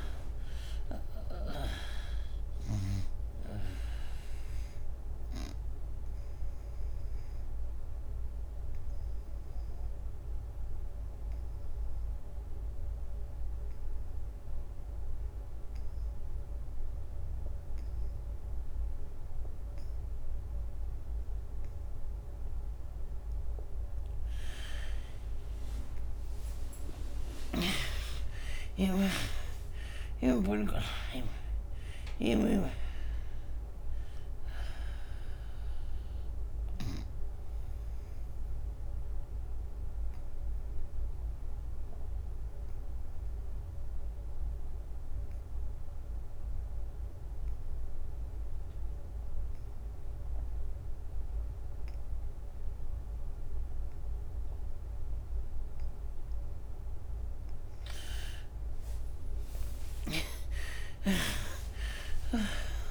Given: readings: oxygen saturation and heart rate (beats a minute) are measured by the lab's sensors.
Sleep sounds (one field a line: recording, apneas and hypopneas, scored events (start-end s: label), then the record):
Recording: breathing in sleep by a room microphone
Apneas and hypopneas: 2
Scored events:
0.00-14.00 s: oxygen desaturation (device-marked, oxygen 83% lowest, heart rate 69 extreme)
6.00-23.50 s: obstructive apnea (oxygen 98% before, 77% lowest, heart rate 82 before, 69 extreme, up 27 after)
21.00-50.00 s: oxygen desaturation (device-marked, oxygen 98% before, 80% lowest, heart rate 85 before, 72 extreme)
25.00-29.50 s: arousal
28.50-32.50 s: snoring (device-marked)
37.50-56.50 s: obstructive apnea (oxygen 98% before, 77% lowest, heart rate 85 before, 72 extreme, up 20 after)
58.50-62.50 s: arousal
From the record:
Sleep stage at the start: N2 (light sleep)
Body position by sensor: on the right side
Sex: female